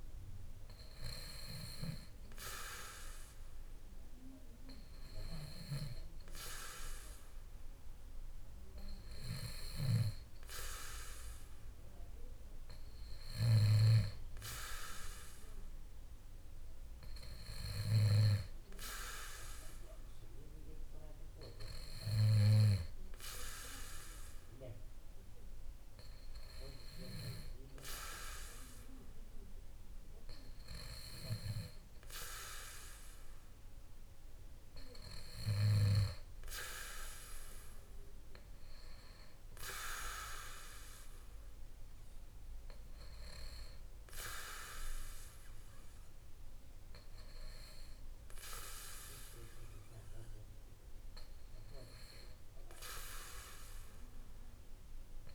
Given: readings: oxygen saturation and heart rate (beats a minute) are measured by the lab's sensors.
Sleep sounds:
breathing in sleep by a room microphone; none
none scored
From the record:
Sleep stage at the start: N2 (light sleep); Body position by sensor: on the back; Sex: male

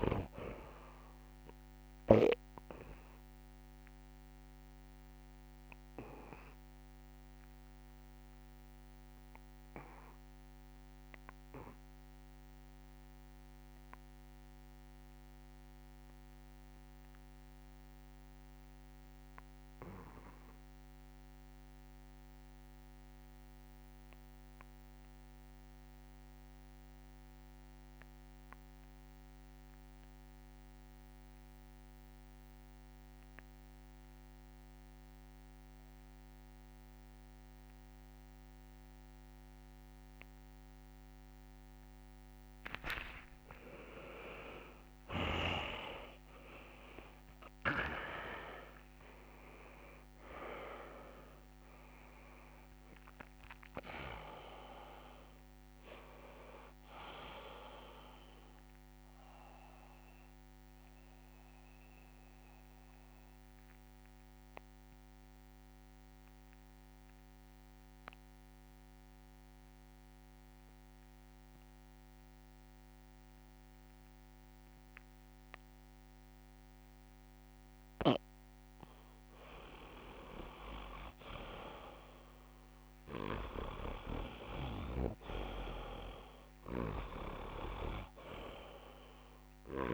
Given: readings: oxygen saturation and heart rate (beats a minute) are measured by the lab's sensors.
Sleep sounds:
breathing in sleep by a microphone on the trachea; 2
0.00-18.00 s: oxygen desaturation (device-marked, oxygen 80% lowest, heart rate 49 extreme)
5.00-42.00 s: obstructive apnea (oxygen 99% before, 74% lowest)
33.00-75.00 s: oxygen desaturation (device-marked, oxygen 98% before, 74% lowest)
43.00-45.00 s: long interval between heartbeats (device-marked, heart rate 68 before, 75 extreme)
44.50-49.50 s: arousal
46.00-48.00 s: long interval between heartbeats (device-marked, heart rate 69 before, 97 extreme)
49.00-51.00 s: long interval between heartbeats (device-marked, heart rate 74 before, 89 extreme)
59.50-78.50 s: mixed apnea (oxygen 96% before, 74% lowest, heart rate 65 before, 34 extreme, up 1 after)
77.50-88.00 s: snoring (device-marked)
79.50-81.50 s: long interval between heartbeats (device-marked, heart rate 62 before, 68 extreme)
80.50-84.00 s: arousal
82.00-89.94 s: oxygen desaturation (device-marked, oxygen 100% before, 88% lowest, heart rate 67 before, 38 extreme)
83.00-85.00 s: long interval between heartbeats (device-marked, heart rate 67 before, 48 extreme)
87.50-89.50 s: long interval between heartbeats (device-marked, heart rate 63 before, 38 extreme)
From the record:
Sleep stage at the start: N2 (light sleep); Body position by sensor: on the back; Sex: male

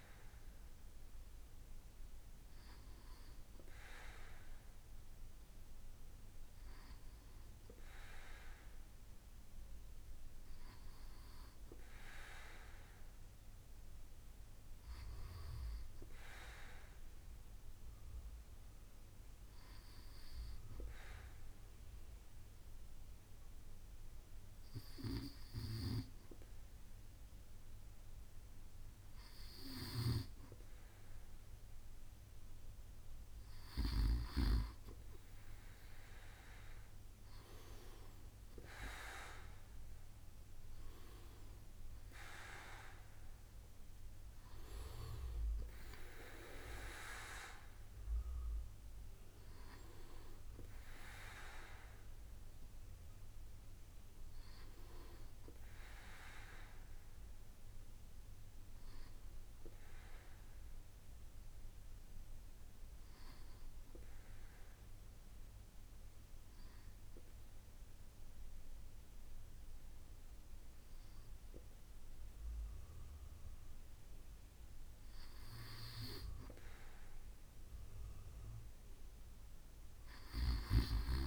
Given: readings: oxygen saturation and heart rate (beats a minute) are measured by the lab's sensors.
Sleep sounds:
breathing in sleep by a room microphone; 2
16.00-29.00 s: hypopnea (oxygen 96% before, 96% lowest, heart rate 68 before, 65 extreme, up 5 after)
39.50-43.00 s: arousal
63.50-75.00 s: obstructive apnea (oxygen 97% before, 96% lowest, heart rate 70 before, 64 extreme, up 6 after)
From the record:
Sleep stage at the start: N2 (light sleep); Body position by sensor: on the back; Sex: male

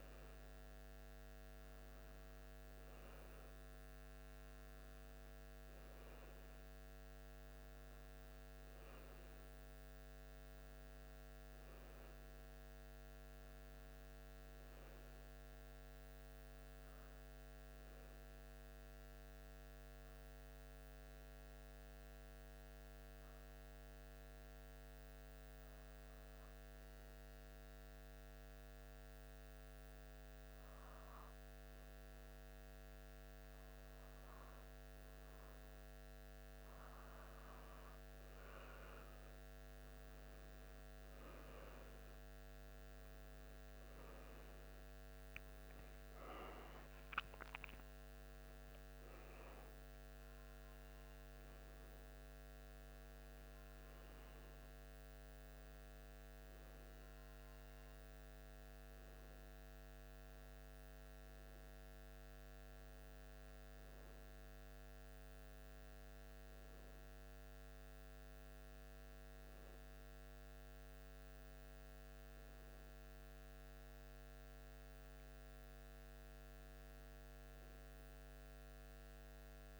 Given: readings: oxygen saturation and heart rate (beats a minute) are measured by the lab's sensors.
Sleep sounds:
breathing in sleep, hard to hear, by a microphone on the trachea; 1
11.00-15.00 s: arousal
19.00-34.00 s: hypopnea (oxygen 95% before, 92% lowest, heart rate 76 before, 75 extreme, up 1 after)
42.00-47.00 s: arousal
From the record:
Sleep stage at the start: N1 (lightest sleep); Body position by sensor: on the back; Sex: male

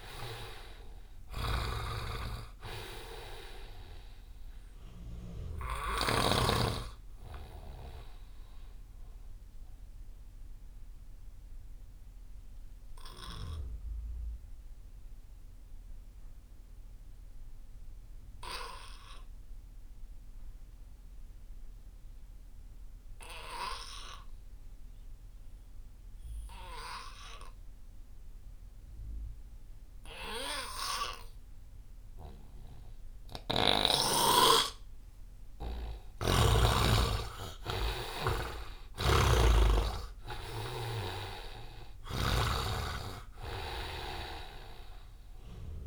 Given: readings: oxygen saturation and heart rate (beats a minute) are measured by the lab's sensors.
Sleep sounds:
breathing in sleep by a room microphone; 1
0.00-6.50 s: snoring (device-marked)
0.00-16.50 s: oxygen desaturation (device-marked, oxygen 63% lowest)
9.50-34.50 s: obstructive apnea (oxygen 82% before, 63% lowest)
23.50-45.87 s: oxygen desaturation (device-marked, oxygen 99% before, 73% lowest)
35.50-39.50 s: arousal
39.00-42.50 s: snoring (device-marked)
From the record:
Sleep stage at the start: REM sleep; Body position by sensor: on the right side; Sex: male

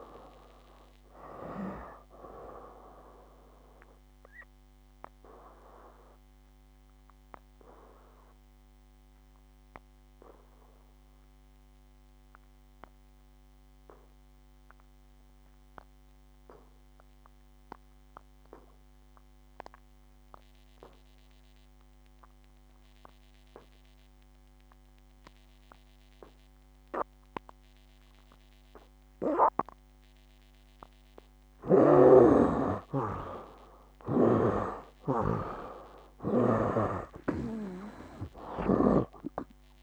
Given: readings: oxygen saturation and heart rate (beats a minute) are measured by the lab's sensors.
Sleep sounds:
breathing in sleep by a microphone on the trachea; 1
0.00-24.50 s: oxygen desaturation (device-marked, oxygen 67% lowest, heart rate 56 extreme)
4.00-31.00 s: obstructive apnea (oxygen 97% before, 67% lowest, heart rate 75 before, 56 extreme, up 17 after)
26.50-39.83 s: oxygen desaturation (device-marked, oxygen 99% before, 71% lowest, heart rate 62 before, 59 extreme)
36.50-39.83 s: arousal
36.50-39.83 s: snoring (device-marked)
From the record:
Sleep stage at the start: N2 (light sleep); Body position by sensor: on the back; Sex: male

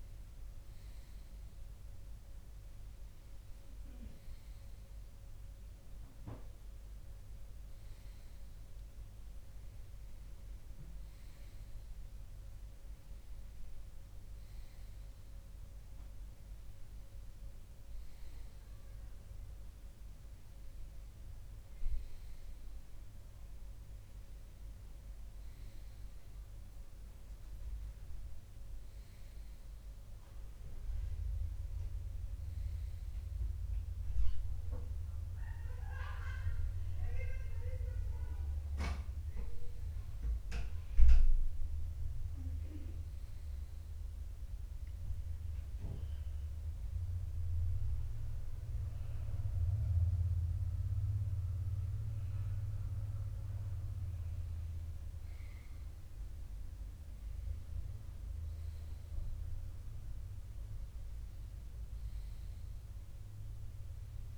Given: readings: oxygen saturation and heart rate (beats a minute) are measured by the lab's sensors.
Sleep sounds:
breathing in sleep by a room microphone; none
14.50-19.50 s: bradycardia (device-marked, heart rate 62 before, 59 extreme)
From the record:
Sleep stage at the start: N2 (light sleep); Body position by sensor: on the left side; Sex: male

